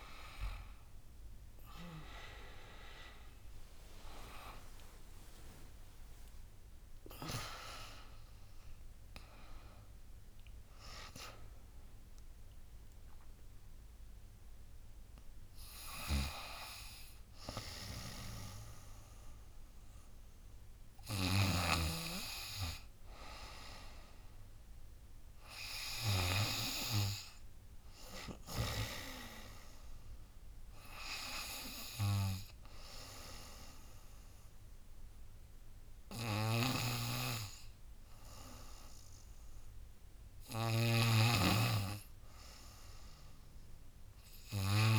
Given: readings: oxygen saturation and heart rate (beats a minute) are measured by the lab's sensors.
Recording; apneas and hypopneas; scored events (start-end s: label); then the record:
a person partly awake in a sleep study, by a room microphone; none
1.50-3.50 s: tachycardia (device-marked)
3.00-5.00 s: long interval between heartbeats (device-marked, heart rate 111 before, 96 extreme)
5.00-7.00 s: long interval between heartbeats (device-marked, heart rate 122 before, 106 extreme)
7.50-16.50 s: drop in pulse transit time (device-marked, heart rate 137 before, 83 extreme)
10.50-14.50 s: tachycardia (device-marked)
15.50-21.50 s: snoring (device-marked)
18.50-44.99 s: new sleep stage, N2 (light sleep)
25.50-27.50 s: long interval between heartbeats (device-marked, heart rate 92 before, 78 extreme)
26.50-32.50 s: bradycardia (device-marked)
31.00-33.00 s: long interval between heartbeats (device-marked, heart rate 88 before, 49 extreme)
33.50-35.50 s: long interval between heartbeats (device-marked, heart rate 82 before, 44 extreme)
36.00-44.99 s: snoring (device-marked)
40.50-42.50 s: long interval between heartbeats (device-marked, heart rate 70 before, 73 extreme)
43.50-44.99 s: bradycardia (device-marked)
From the record:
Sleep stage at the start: awake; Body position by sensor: on the back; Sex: female